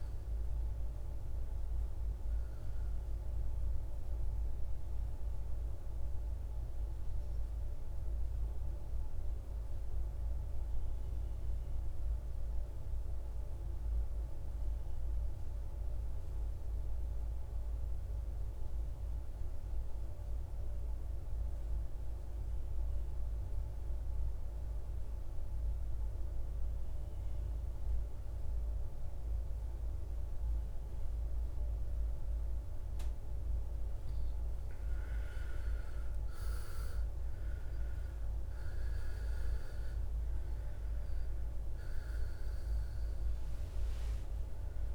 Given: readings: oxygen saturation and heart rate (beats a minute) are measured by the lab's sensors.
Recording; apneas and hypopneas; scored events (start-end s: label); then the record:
breathing in sleep, hard to hear, by a room microphone; 1
0.00-14.50 s: oxygen desaturation (device-marked, oxygen 84% lowest, heart rate 53 extreme)
7.00-33.50 s: mixed apnea (oxygen 100% before, 83% lowest, heart rate 67 before, 53 extreme, up 17 after)
28.50-44.95 s: oxygen desaturation (device-marked, oxygen 98% before, 83% lowest, heart rate 57 before, 54 extreme)
36.00-40.50 s: arousal
From the record:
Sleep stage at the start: N2 (light sleep); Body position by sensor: on the back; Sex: male